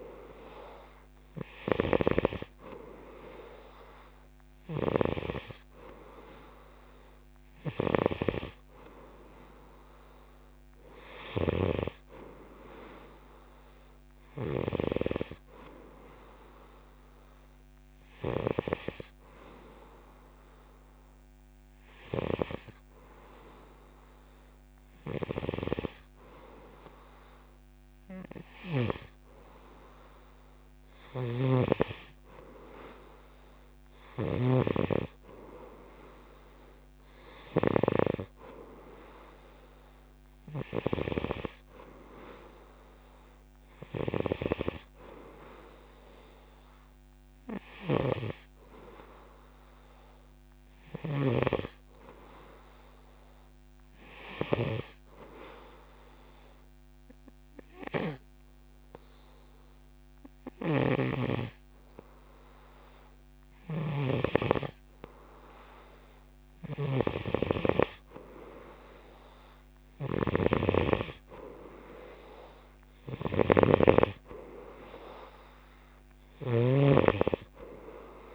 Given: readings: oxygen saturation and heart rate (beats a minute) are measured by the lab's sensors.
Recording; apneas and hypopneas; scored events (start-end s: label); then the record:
breathing in sleep by a microphone on the trachea; none
0.00-2.50 s: arousal
0.00-15.00 s: snoring (device-marked)
31.00-38.00 s: snoring (device-marked)
51.00-78.35 s: snoring (device-marked)
From the record:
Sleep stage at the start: N2 (light sleep); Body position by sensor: on the right side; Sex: male